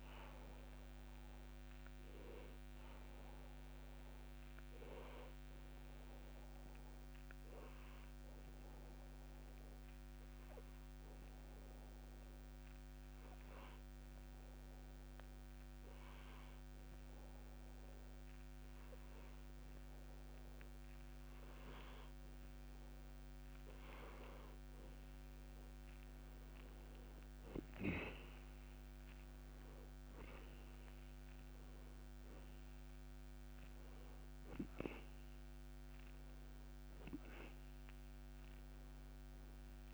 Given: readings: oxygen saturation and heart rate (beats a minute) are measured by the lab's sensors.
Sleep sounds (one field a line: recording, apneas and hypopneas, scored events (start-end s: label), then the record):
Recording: breathing in sleep by a microphone on the trachea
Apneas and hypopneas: 1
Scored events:
7.00-23.00 s: hypopnea (oxygen 96% before, 92% lowest, heart rate 70 before, 63 extreme, up 5 after)
25.50-30.50 s: arousal
28.00-39.94 s: oxygen desaturation (device-marked, oxygen 96% before, 92% lowest, heart rate 64 before, 63 extreme)
From the record:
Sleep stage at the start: N1 (lightest sleep)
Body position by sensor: on the back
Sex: male